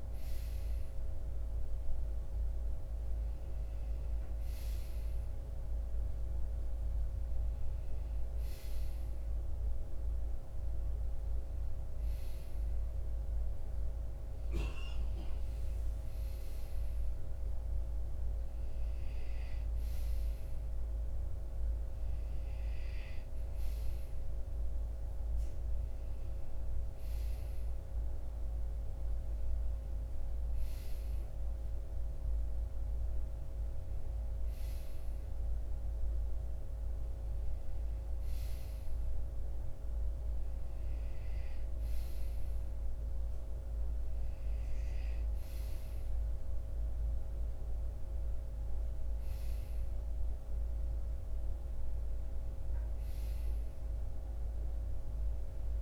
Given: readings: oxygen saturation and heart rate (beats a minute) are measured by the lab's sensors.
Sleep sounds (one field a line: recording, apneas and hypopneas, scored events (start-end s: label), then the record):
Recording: breathing in sleep, hard to hear, by a room microphone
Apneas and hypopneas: none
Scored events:
30.00-55.82 s: new sleep stage, N2 (light sleep)
From the record:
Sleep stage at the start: REM sleep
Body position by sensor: on the right side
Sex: male